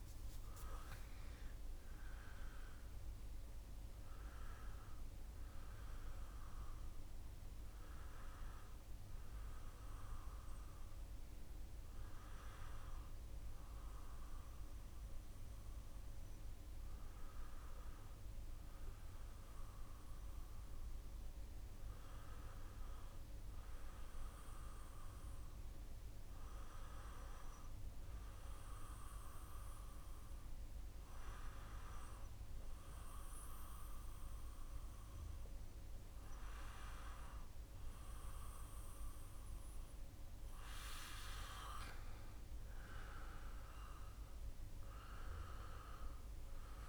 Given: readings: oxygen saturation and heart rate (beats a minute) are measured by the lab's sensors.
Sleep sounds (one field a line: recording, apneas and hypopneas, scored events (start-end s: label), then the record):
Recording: breathing in sleep by a room microphone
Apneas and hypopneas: none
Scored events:
none scored
From the record:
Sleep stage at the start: N2 (light sleep)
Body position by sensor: on the back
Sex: male